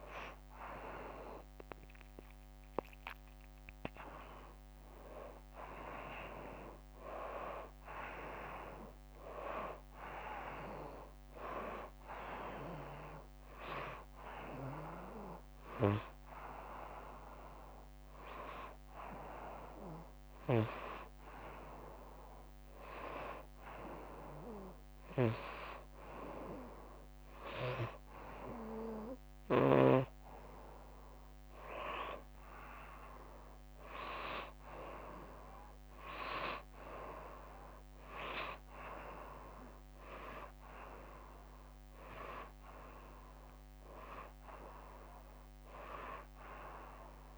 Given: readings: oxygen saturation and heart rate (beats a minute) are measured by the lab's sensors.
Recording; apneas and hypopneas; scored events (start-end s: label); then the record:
a person partly awake in a sleep study, by a microphone on the trachea; 1
2.50-32.50 s: new sleep stage, N1 (lightest sleep)
12.50-23.00 s: hypopnea (oxygen 97% before, 85% lowest, heart rate 96 before, 90 extreme, up 1 after)
26.50-31.00 s: arousal
32.50-47.38 s: new sleep stage, N2 (light sleep)
From the record:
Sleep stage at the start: awake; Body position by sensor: on the right side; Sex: female